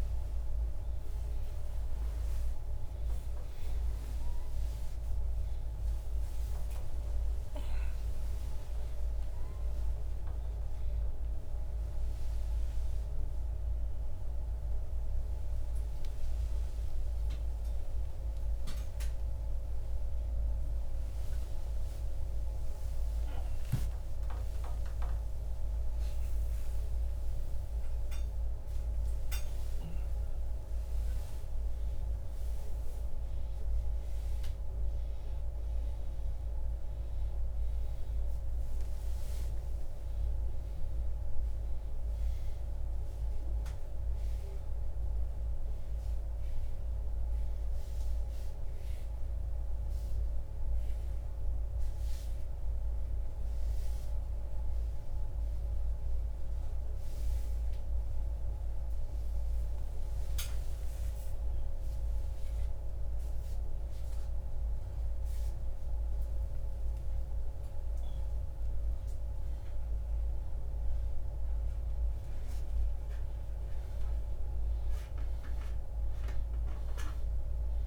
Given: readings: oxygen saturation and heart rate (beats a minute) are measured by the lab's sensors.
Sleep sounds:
a person awake in a sleep study, hard to hear, by a room microphone; none
16.00-30.00 s: oxygen desaturation (device-marked, oxygen 97% before, 94% lowest, heart rate 96 before, 69 extreme)
50.00-68.00 s: oxygen desaturation (device-marked, oxygen 94% before, 90% lowest, heart rate 80 before, 70 extreme)
From the record:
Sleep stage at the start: awake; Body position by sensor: upright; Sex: male

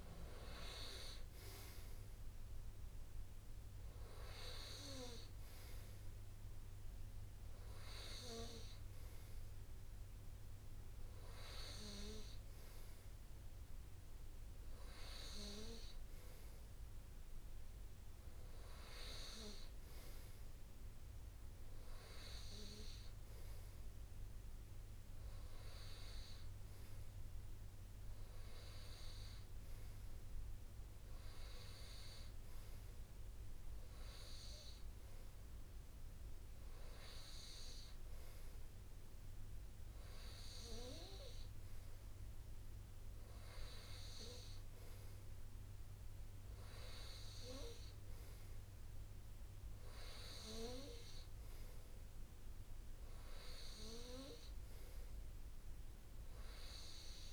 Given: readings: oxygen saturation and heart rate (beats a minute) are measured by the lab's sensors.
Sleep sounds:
breathing in sleep by a room microphone; none
none scored
From the record:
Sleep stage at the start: N2 (light sleep); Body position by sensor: on the right side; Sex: male

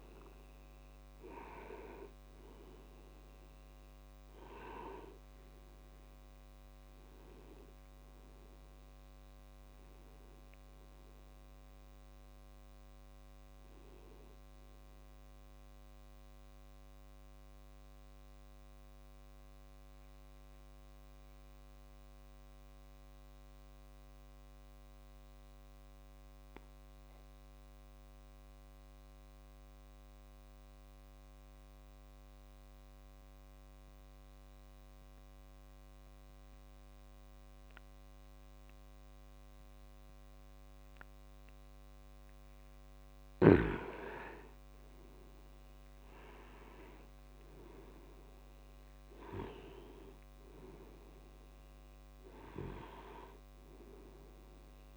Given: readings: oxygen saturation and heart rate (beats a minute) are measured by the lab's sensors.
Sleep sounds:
breathing in sleep by a microphone on the trachea; 1
0.00-17.50 s: tachycardia (device-marked)
0.00-21.50 s: oxygen desaturation (device-marked, oxygen 89% lowest)
15.50-41.00 s: obstructive apnea (oxygen 97% before, 89% lowest)
39.50-54.96 s: oxygen desaturation (device-marked, oxygen 98% before, 89% lowest)
43.50-48.00 s: arousal
From the record:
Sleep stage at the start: N2 (light sleep); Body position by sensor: on the back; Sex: male

